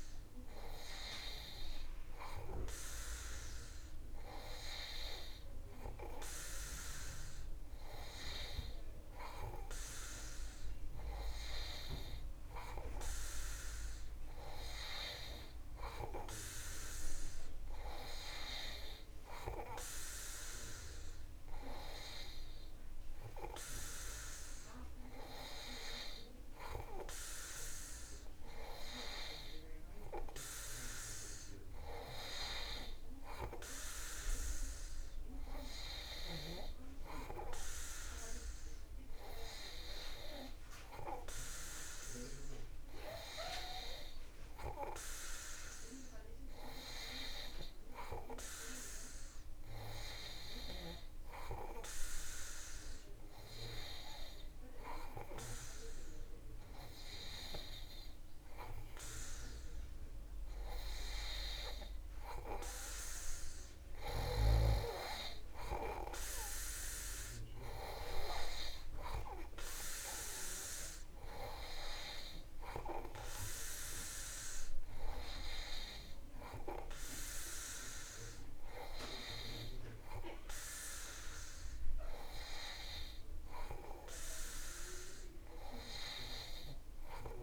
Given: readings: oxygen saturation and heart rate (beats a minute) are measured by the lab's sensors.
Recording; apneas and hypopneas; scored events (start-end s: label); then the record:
breathing in sleep by a room microphone; none
none scored
From the record:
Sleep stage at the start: N2 (light sleep); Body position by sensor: on the back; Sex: male